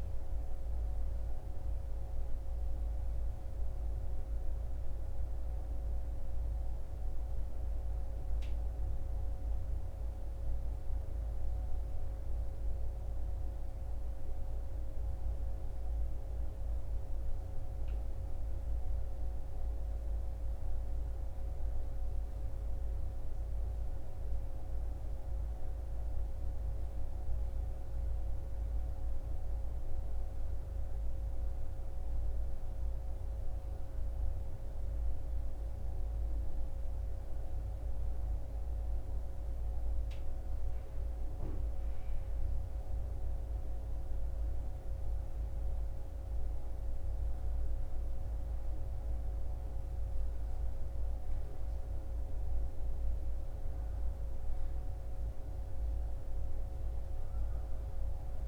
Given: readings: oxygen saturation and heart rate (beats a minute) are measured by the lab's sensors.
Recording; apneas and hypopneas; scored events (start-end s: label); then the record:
breathing in sleep, hard to hear, by a room microphone; none
24.50-58.48 s: new sleep stage, N2 (light sleep)
From the record:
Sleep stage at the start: N1 (lightest sleep); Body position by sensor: on the back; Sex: male